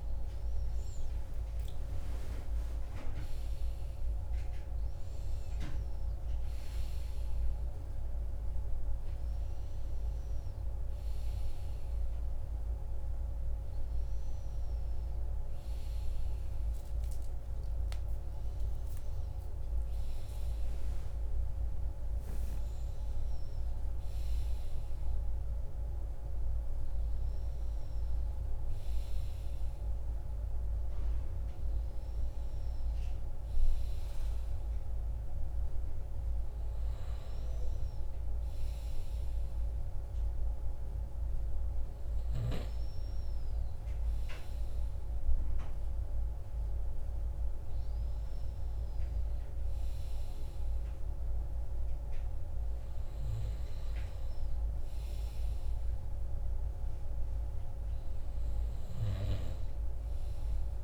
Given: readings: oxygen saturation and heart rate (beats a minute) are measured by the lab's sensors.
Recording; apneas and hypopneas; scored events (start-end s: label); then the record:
breathing in sleep, hard to hear, by a room microphone; none
0.50-5.00 s: arousal
From the record:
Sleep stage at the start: REM sleep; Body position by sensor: on the right side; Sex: male